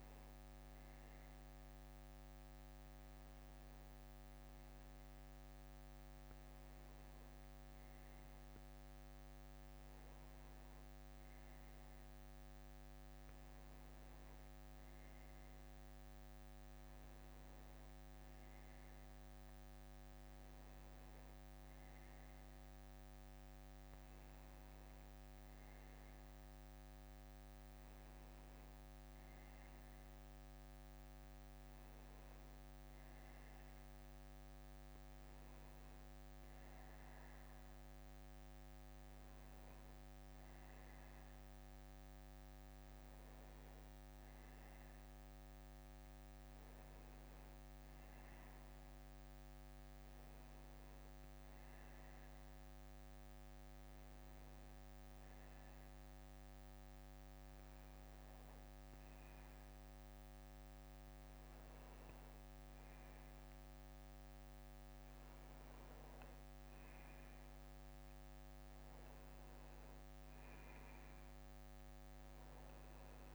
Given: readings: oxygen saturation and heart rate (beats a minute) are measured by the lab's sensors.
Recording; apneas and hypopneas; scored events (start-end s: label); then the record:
breathing in sleep, hard to hear, by a microphone on the trachea; none
39.00-42.00 s: bradycardia (device-marked, heart rate 64 before, 60 extreme)
54.00-61.00 s: bradycardia (device-marked, heart rate 64 before, 58 extreme)
From the record:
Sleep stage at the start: N1 (lightest sleep); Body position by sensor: on the back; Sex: male